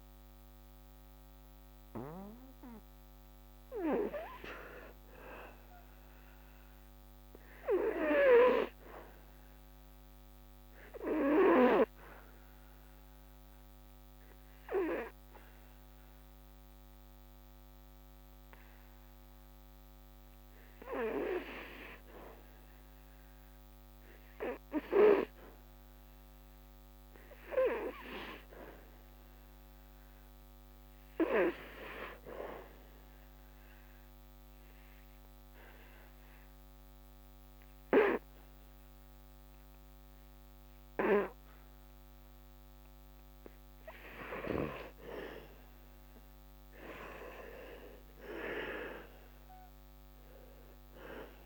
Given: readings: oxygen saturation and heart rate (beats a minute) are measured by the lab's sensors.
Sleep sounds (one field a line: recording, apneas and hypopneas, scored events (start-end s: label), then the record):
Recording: breathing in sleep by a microphone on the trachea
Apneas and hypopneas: 2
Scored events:
0.00-9.00 s: oxygen desaturation (device-marked, oxygen 80% lowest, heart rate 70 extreme)
3.00-7.00 s: arousal
10.50-21.50 s: obstructive apnea (oxygen 98% before, 89% lowest, heart rate 75 before, 72 extreme, up 1 after)
23.00-27.50 s: arousal
24.00-33.00 s: oxygen desaturation (device-marked, oxygen 96% before, 92% lowest, heart rate 72 before, 72 extreme)
32.50-44.50 s: obstructive apnea (oxygen 99% before, 85% lowest, heart rate 73 before, 75 extreme, up 5 after)
41.00-51.46 s: oxygen desaturation (device-marked, oxygen 95% before, 89% lowest, heart rate 73 before, 68 extreme)
46.50-50.00 s: arousal
From the record:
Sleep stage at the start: N2 (light sleep)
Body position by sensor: on the back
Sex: male